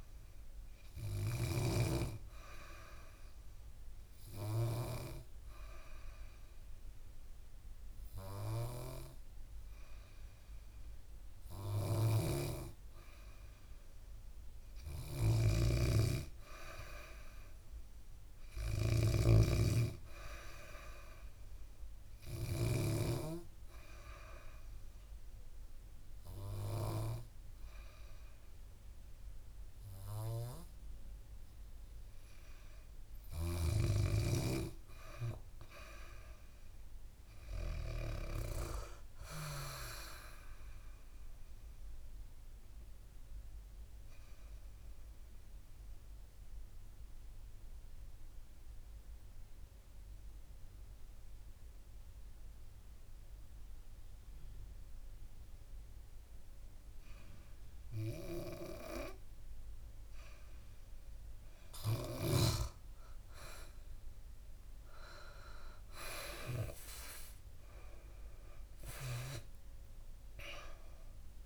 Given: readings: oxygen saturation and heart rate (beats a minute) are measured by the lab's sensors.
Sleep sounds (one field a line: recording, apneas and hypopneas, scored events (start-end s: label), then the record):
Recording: breathing in sleep by a room microphone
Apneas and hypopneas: 3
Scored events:
0.00-1.00 s: snoring (device-marked)
3.00-14.50 s: obstructive apnea (oxygen 96% before, 92% lowest, heart rate 70 before, 69 extreme, up 3 after)
11.50-22.50 s: snoring (device-marked)
16.50-19.50 s: arousal
22.00-32.50 s: obstructive apnea (oxygen 96% before, 92% lowest, heart rate 70 before, 65 extreme, up 0 after)
34.50-37.00 s: arousal
39.00-56.00 s: oxygen desaturation (device-marked, oxygen 96% before, 92% lowest, heart rate 72 before, 59 extreme)
41.00-59.50 s: obstructive apnea (oxygen 96% before, 92% lowest, heart rate 72 before, 54 extreme, up 8 after)
62.00-71.46 s: oxygen desaturation (device-marked, oxygen 98% before, 92% lowest, heart rate 68 before, 54 extreme)
63.50-67.50 s: arousal
From the record:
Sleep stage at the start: N2 (light sleep)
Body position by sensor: on the back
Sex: female